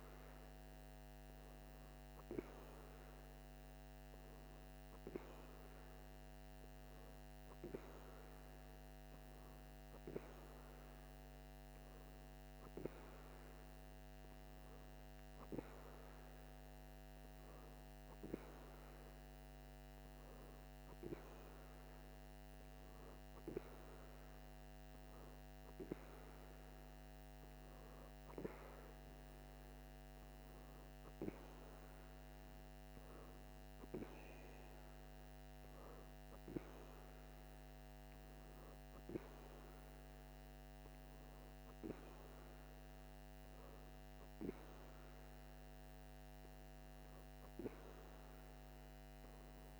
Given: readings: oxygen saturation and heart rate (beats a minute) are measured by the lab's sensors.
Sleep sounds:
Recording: breathing in sleep by a microphone on the trachea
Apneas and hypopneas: none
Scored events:
none scored
From the record:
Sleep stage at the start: N2 (light sleep)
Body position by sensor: on the right side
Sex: female

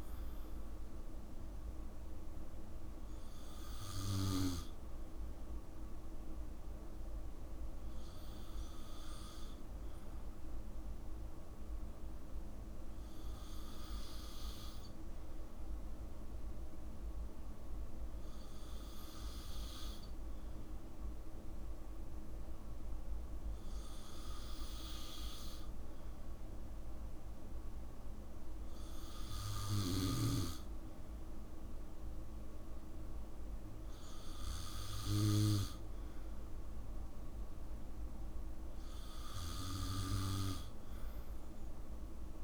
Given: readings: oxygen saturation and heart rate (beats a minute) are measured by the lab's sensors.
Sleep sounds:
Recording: breathing in sleep by a room microphone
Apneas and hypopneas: none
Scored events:
none scored
From the record:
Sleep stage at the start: N2 (light sleep)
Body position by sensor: on the back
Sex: male

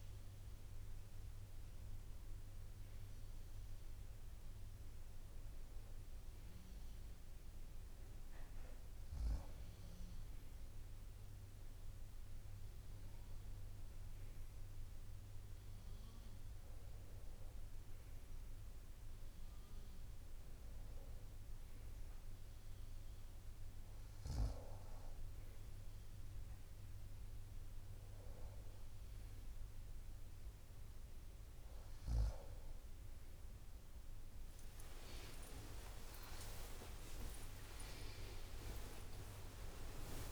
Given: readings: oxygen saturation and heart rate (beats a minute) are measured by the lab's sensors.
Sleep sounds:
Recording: breathing in sleep by a room microphone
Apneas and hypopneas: none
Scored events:
31.00-37.00 s: drop in pulse transit time (device-marked, heart rate 68 before, 68 extreme)
33.00-40.32 s: tachycardia (device-marked, heart rate 68 before, 145 extreme)
35.00-37.00 s: long interval between heartbeats (device-marked, heart rate 69 before, 93 extreme)
38.00-40.32 s: new sleep stage, awake
From the record:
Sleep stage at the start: N1 (lightest sleep)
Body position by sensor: on the right side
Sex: female

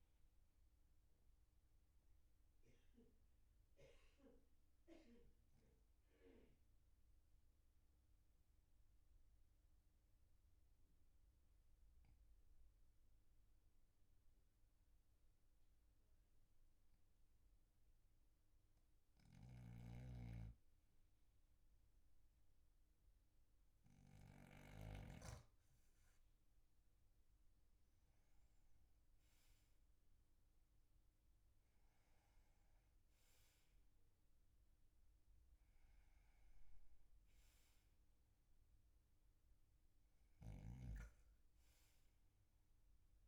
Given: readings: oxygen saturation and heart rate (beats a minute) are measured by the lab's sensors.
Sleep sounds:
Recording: breathing in sleep by a room microphone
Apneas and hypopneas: 1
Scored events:
1.50-18.50 s: oxygen desaturation (device-marked, oxygen 97% before, 94% lowest, heart rate 47 before, 39 extreme)
2.00-24.50 s: obstructive apnea (oxygen 98% before, 94% lowest, heart rate 47 before, 39 extreme, up 10 after)
26.50-31.50 s: arousal
From the record:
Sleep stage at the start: N2 (light sleep)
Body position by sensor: on the back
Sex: male

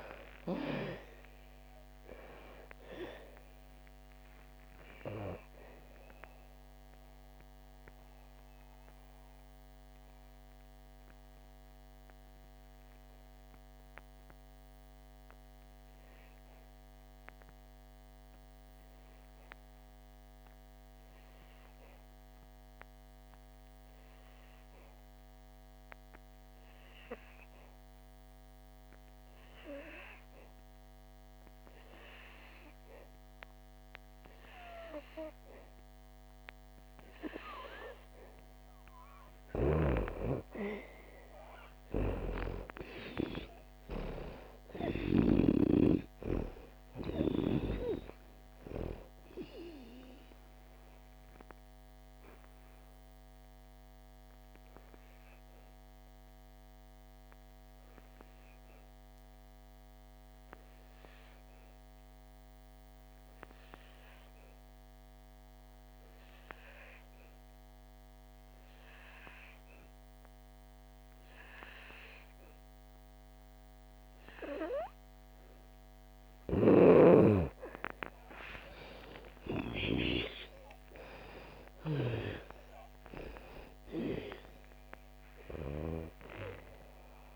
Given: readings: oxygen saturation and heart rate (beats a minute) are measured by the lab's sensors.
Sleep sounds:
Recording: breathing in sleep by a microphone on the trachea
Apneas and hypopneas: 2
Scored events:
0.00-1.00 s: arousal
0.00-28.50 s: oxygen desaturation (device-marked, oxygen 82% lowest, heart rate 56 extreme)
6.50-38.50 s: obstructive apnea (oxygen 98% before, 82% lowest, heart rate 76 before, 56 extreme, up 6 after)
30.50-72.50 s: oxygen desaturation (device-marked, oxygen 99% before, 83% lowest, heart rate 60 before, 40 extreme)
39.50-45.50 s: snoring (device-marked)
42.50-46.50 s: arousal
51.50-77.00 s: obstructive apnea (oxygen 99% before, 82% lowest, heart rate 68 before, 40 extreme, up 10 after)
74.50-87.36 s: oxygen desaturation (device-marked, oxygen 97% before, 82% lowest, heart rate 65 before, 40 extreme)
78.50-83.00 s: arousal
From the record:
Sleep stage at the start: N2 (light sleep)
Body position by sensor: on the back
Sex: female

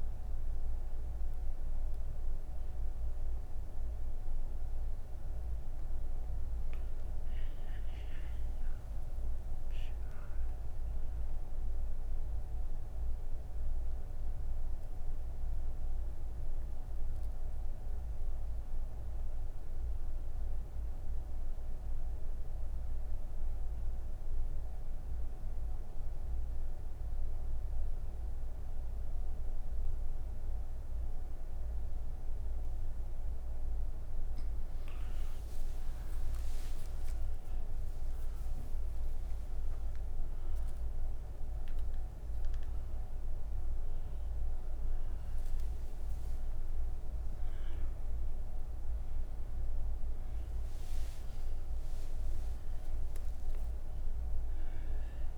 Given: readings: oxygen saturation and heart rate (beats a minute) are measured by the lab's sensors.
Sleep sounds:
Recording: breathing in sleep, hard to hear, by a room microphone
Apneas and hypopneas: none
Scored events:
35.50-51.50 s: oxygen desaturation (device-marked, oxygen 99% before, 94% lowest)
From the record:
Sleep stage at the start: N1 (lightest sleep)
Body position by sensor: on the right side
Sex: female

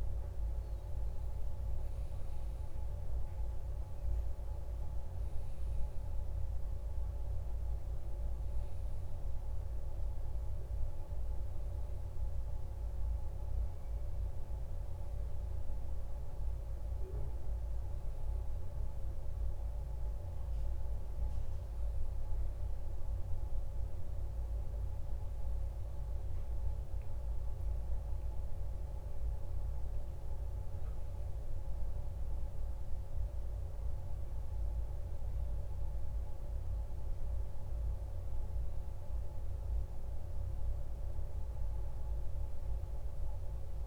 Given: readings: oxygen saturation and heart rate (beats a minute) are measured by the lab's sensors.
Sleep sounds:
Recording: a person partly awake in a sleep study, hard to hear, by a room microphone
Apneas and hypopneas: none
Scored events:
4.00-43.87 s: new sleep stage, N1 (lightest sleep)
From the record:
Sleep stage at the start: awake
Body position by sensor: on the back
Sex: male

